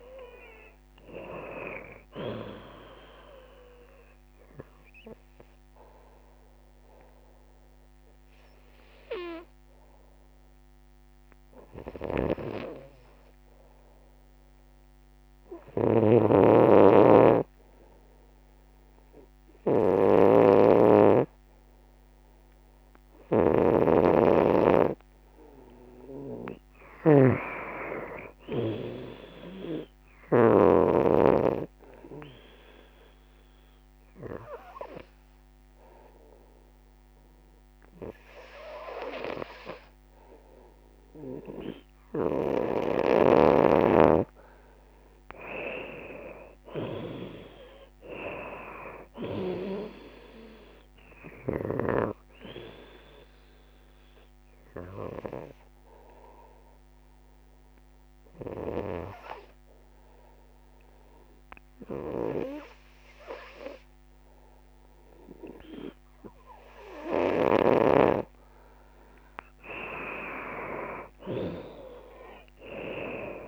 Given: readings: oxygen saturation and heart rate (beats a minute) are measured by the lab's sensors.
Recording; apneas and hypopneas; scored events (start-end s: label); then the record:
breathing in sleep by a microphone on the trachea; 3
0.00-4.50 s: drop in pulse transit time (device-marked, heart rate 77 extreme)
0.00-15.50 s: oxygen desaturation (device-marked, oxygen 85% lowest, heart rate 64 extreme)
7.50-25.00 s: hypopnea (oxygen 94% before, 85% lowest, heart rate 77 before, 72 extreme, up 4 after)
21.50-45.50 s: oxygen desaturation (device-marked, oxygen 96% before, 86% lowest, heart rate 74 before, 70 extreme)
27.00-30.50 s: arousal
32.50-43.50 s: obstructive apnea (oxygen 96% before, 85% lowest, heart rate 75 before, 70 extreme, up 17 after)
45.00-49.00 s: arousal
45.50-55.50 s: drop in pulse transit time (device-marked, heart rate 77 before, 79 extreme)
47.50-64.50 s: oxygen desaturation (device-marked, oxygen 91% before, 85% lowest, heart rate 77 before, 63 extreme)
54.50-68.50 s: obstructive apnea (oxygen 91% before, 85% lowest, heart rate 81 before, 63 extreme, up 18 after)
68.50-73.48 s: drop in pulse transit time (device-marked, heart rate 79 before, 78 extreme)
70.50-73.48 s: arousal
From the record:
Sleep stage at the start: N2 (light sleep); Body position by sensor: on the right side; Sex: female